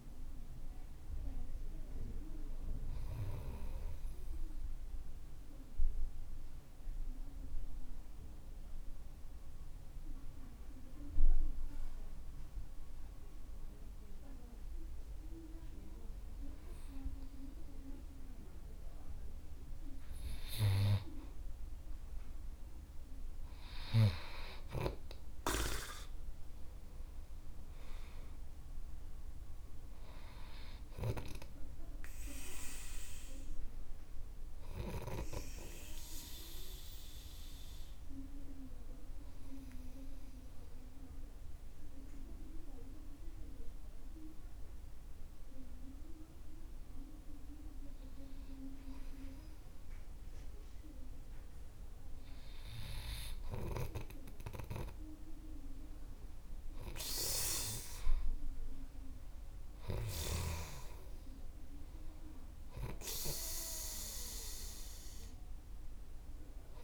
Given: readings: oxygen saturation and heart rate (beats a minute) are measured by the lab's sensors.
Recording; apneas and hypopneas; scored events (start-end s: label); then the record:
breathing in sleep by a room microphone; 2
0.00-1.50 s: arousal
5.50-17.00 s: obstructive apnea (oxygen 96% before, 92% lowest, heart rate 53 before, 49 extreme, up 4 after)
22.00-29.00 s: oxygen desaturation (device-marked, oxygen 96% before, 92% lowest, heart rate 51 before, 48 extreme)
22.50-26.50 s: arousal
36.50-50.00 s: obstructive apnea (oxygen 96% before, 93% lowest, heart rate 52 before, 48 extreme, up 5 after)
53.00-56.00 s: oxygen desaturation (device-marked, oxygen 97% before, 93% lowest, heart rate 50 before, 48 extreme)
55.00-59.00 s: arousal
From the record:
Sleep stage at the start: N2 (light sleep); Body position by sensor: on the right side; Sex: male